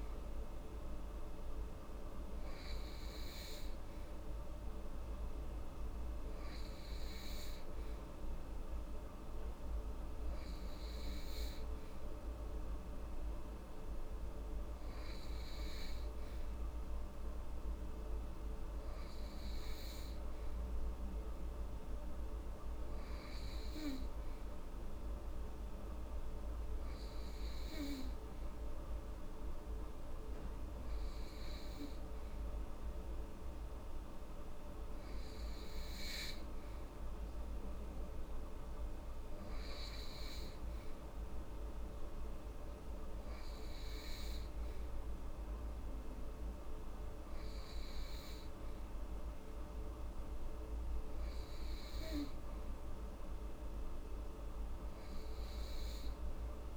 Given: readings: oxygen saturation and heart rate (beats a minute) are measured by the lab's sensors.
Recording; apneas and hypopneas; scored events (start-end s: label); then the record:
breathing in sleep, hard to hear, by a room microphone; none
none scored
From the record:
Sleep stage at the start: N3 (deep sleep); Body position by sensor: upright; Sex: female